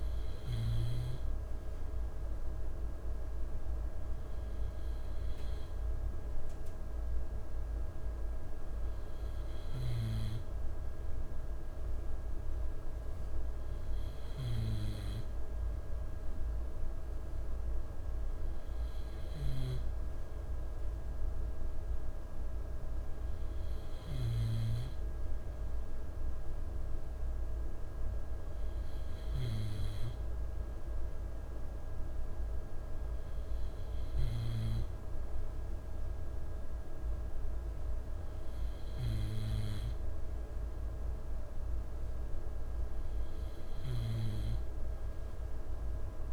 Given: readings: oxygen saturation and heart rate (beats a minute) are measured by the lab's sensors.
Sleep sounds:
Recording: breathing in sleep, hard to hear, by a room microphone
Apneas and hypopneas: none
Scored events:
none scored
From the record:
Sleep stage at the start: N2 (light sleep)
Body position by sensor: on the left side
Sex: male

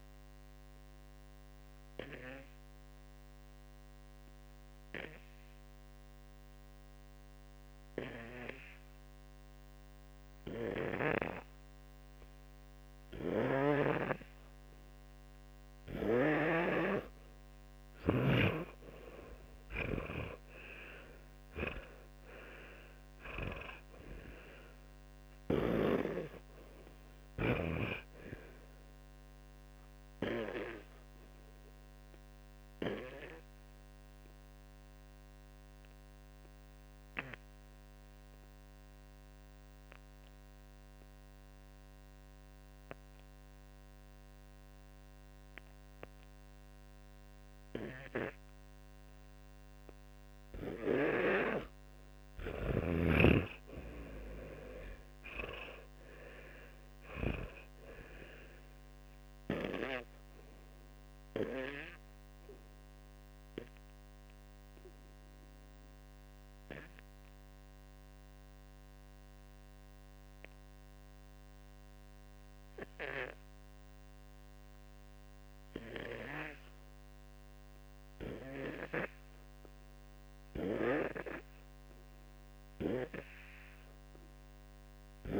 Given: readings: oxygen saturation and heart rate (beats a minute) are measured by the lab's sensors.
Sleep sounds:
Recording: breathing in sleep by a microphone on the trachea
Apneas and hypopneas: 3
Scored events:
0.00-16.00 s: oxygen desaturation (device-marked, oxygen 90% lowest, heart rate 57 extreme)
0.50-13.50 s: obstructive apnea (oxygen 100% before, 90% lowest, heart rate 70 before, 57 extreme, up 45 after)
18.50-23.00 s: arousal
32.00-54.00 s: oxygen desaturation (device-marked, oxygen 100% before, 90% lowest, heart rate 101 before, 55 extreme)
34.50-49.50 s: obstructive apnea (oxygen 100% before, 90% lowest, heart rate 107 before, 55 extreme)
52.50-56.50 s: arousal
64.50-79.50 s: obstructive apnea (oxygen 100% before, 90% lowest, heart rate 123 before, 56 extreme, up 10 after)
67.00-85.40 s: oxygen desaturation (device-marked, oxygen 99% before, 94% lowest, heart rate 118 before, 59 extreme)
From the record:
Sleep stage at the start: N2 (light sleep)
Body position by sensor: on the back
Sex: male

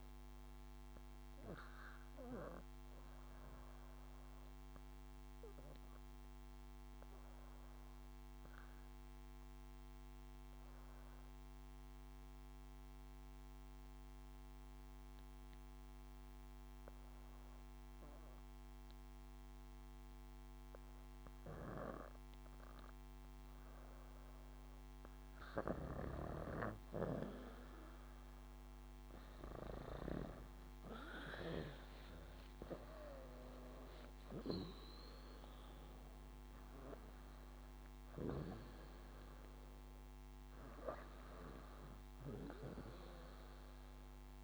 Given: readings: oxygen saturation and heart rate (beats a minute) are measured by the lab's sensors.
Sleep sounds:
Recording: breathing in sleep by a microphone on the trachea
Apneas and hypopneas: 1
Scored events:
0.00-1.50 s: arousal
4.50-24.50 s: obstructive apnea (oxygen 96% before, 86% lowest, heart rate 63 before, 56 extreme, up 13 after)
25.50-30.00 s: snoring (device-marked)
27.50-44.44 s: oxygen desaturation (device-marked, oxygen 95% before, 87% lowest, heart rate 60 before, 56 extreme)
30.50-35.50 s: leg movement (device-marked)
31.00-35.50 s: arousal
31.50-44.44 s: drop in pulse transit time (device-marked, heart rate 61 before, 69 extreme)
From the record:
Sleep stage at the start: REM sleep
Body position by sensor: on the back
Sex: female

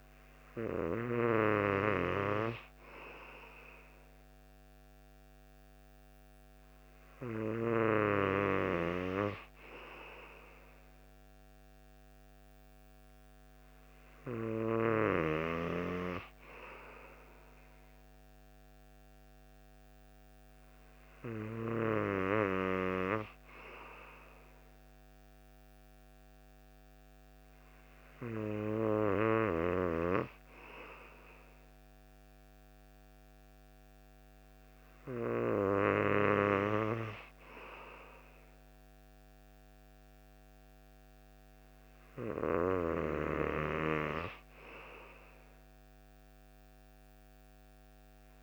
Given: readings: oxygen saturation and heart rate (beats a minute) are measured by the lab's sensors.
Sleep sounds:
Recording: breathing in sleep by a microphone on the trachea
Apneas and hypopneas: none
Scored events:
none scored
From the record:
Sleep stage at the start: N2 (light sleep)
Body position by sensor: on the right side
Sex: male

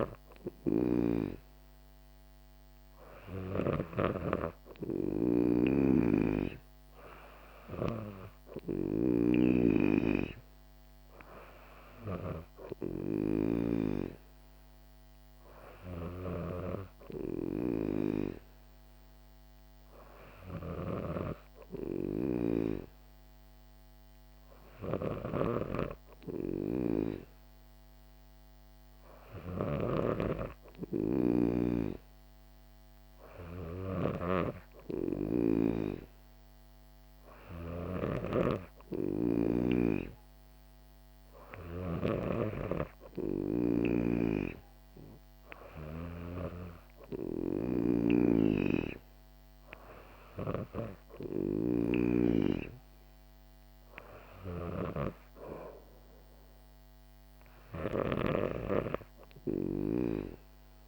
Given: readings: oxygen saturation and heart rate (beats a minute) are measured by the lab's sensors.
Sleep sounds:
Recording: breathing in sleep by a microphone on the trachea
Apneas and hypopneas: none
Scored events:
4.00-9.50 s: snoring (device-marked)
25.00-40.00 s: snoring (device-marked)
42.00-52.00 s: snoring (device-marked)
58.00-60.88 s: snoring (device-marked)
From the record:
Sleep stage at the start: N2 (light sleep)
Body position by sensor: on the back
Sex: female

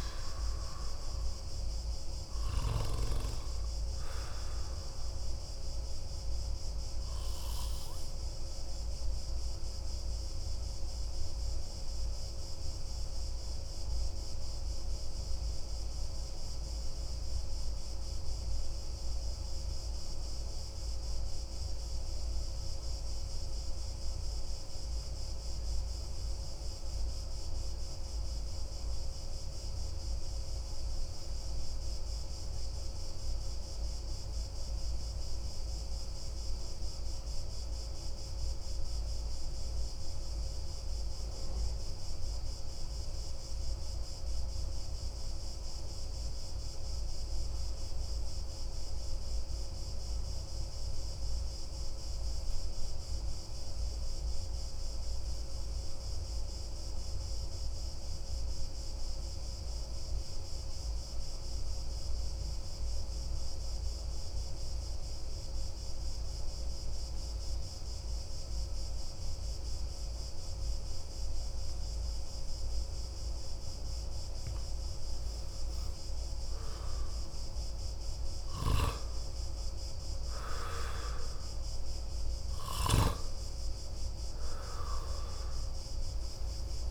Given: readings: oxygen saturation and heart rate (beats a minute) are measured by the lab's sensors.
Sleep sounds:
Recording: breathing in sleep, hard to hear, by a room microphone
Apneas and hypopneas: 1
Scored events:
6.00-74.00 s: obstructive apnea (oxygen 98% before, 90% lowest)
65.00-86.91 s: oxygen desaturation (device-marked, oxygen 98% before, 91% lowest)
76.00-80.50 s: arousal
From the record:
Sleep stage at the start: N2 (light sleep)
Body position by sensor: on the back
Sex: male

